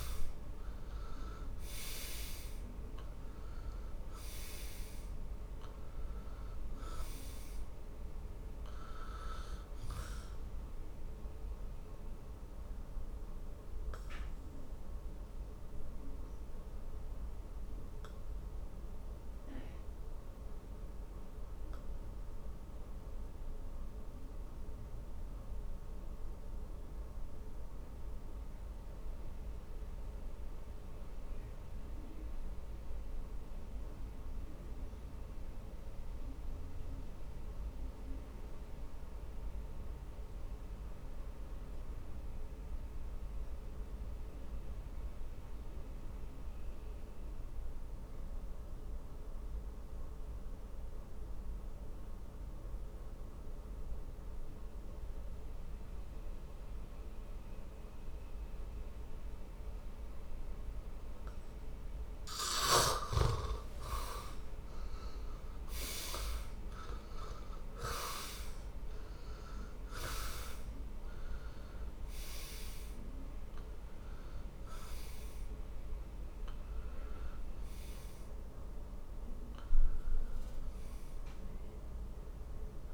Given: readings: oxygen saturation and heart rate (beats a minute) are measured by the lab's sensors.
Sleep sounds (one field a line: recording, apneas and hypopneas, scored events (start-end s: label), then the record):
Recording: breathing in sleep by a room microphone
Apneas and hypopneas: 1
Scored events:
5.00-37.00 s: oxygen desaturation (device-marked, oxygen 92% before, 74% lowest, heart rate 60 before, 46 extreme)
10.50-62.50 s: obstructive apnea (oxygen 99% before, 74% lowest, heart rate 66 before, 46 extreme, up 25 after)
56.00-82.94 s: oxygen desaturation (device-marked, oxygen 99% before, 75% lowest, heart rate 51 before, 50 extreme)
64.00-67.50 s: arousal
67.00-82.94 s: new sleep stage, N1 (lightest sleep)
From the record:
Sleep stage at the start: N2 (light sleep)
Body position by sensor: on the back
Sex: male